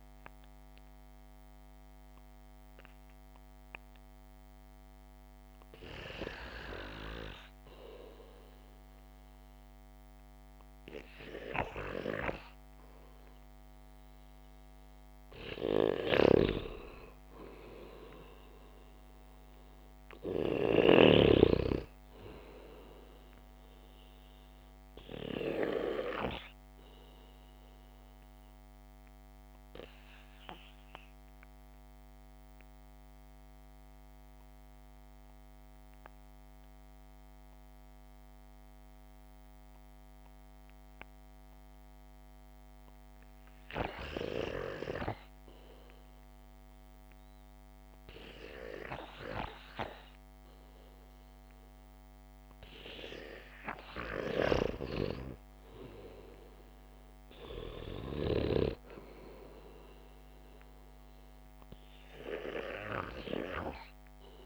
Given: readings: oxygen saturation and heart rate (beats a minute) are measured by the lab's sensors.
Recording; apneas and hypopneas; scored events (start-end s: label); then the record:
breathing in sleep by a microphone on the trachea; 2
0.00-20.00 s: oxygen desaturation (device-marked, oxygen 94% lowest, heart rate 50 extreme)
3.00-15.50 s: hypopnea (oxygen 98% before, 91% lowest, heart rate 55 before, 54 extreme, up 10 after)
19.00-23.00 s: arousal
22.00-51.00 s: oxygen desaturation (device-marked, oxygen 95% before, 91% lowest, heart rate 55 before, 52 extreme)
26.50-45.00 s: obstructive apnea (oxygen 97% before, 91% lowest, heart rate 56 before, 52 extreme, up 2 after)
53.50-57.00 s: arousal
58.00-64.46 s: oxygen desaturation (device-marked, oxygen 99% before, 93% lowest, heart rate 64 before, 54 extreme)
From the record:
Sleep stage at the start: REM sleep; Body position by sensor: on the back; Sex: male